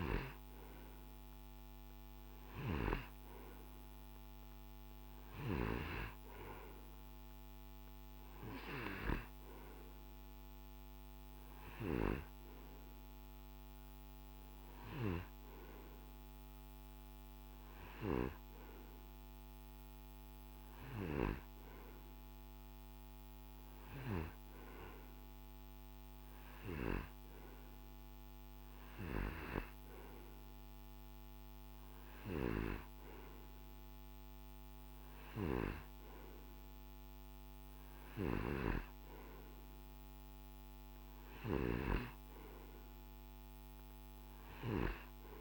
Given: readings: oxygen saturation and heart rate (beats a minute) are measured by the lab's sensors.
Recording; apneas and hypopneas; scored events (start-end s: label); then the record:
breathing in sleep by a microphone on the trachea; none
0.00-5.00 s: oxygen desaturation (device-marked, oxygen 91% lowest, heart rate 55 extreme)
From the record:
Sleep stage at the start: N2 (light sleep); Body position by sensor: on the right side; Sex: male